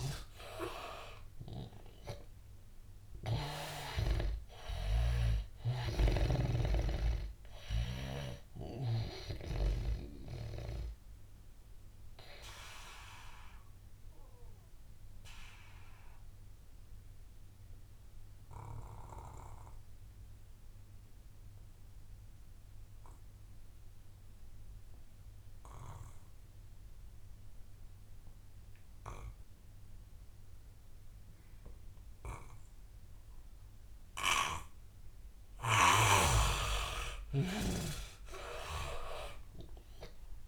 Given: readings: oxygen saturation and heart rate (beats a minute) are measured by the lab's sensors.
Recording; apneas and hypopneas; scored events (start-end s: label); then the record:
breathing in sleep by a room microphone; 1
0.00-9.00 s: snoring (device-marked)
0.00-20.00 s: oxygen desaturation (device-marked, oxygen 81% lowest, heart rate 87 extreme)
10.00-35.00 s: obstructive apnea (oxygen 99% before, 81% lowest, heart rate 92 before, 87 extreme, up 7 after)
30.00-40.48 s: oxygen desaturation (device-marked, oxygen 99% before, 82% lowest, heart rate 92 before, 88 extreme)
38.50-40.48 s: arousal
From the record:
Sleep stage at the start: N2 (light sleep); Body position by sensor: on the back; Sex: male